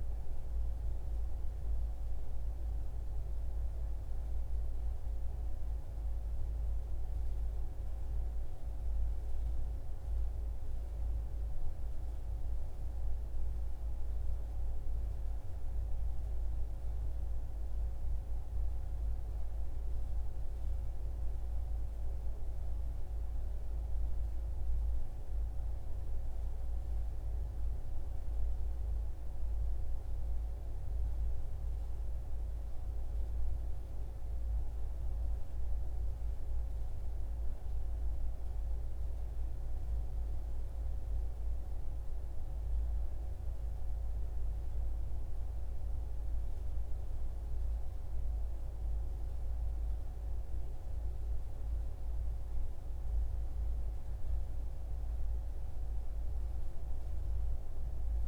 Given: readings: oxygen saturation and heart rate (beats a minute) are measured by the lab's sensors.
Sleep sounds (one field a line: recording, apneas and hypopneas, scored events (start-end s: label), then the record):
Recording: breathing in sleep, hard to hear, by a room microphone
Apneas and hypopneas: none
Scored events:
none scored
From the record:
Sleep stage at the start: N2 (light sleep)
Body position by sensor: on the right side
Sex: male